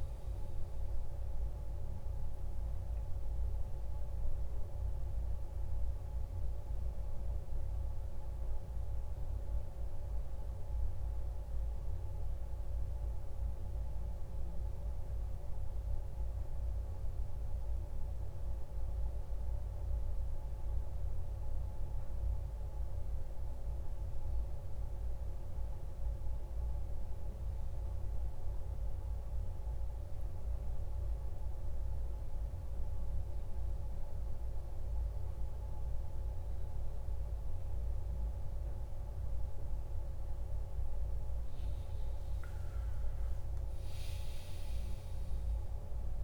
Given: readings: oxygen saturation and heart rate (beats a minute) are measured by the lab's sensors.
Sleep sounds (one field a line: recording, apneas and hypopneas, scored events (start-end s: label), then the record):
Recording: a person awake in a sleep study, hard to hear, by a room microphone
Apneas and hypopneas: none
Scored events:
none scored
From the record:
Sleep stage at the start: awake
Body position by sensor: on the back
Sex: male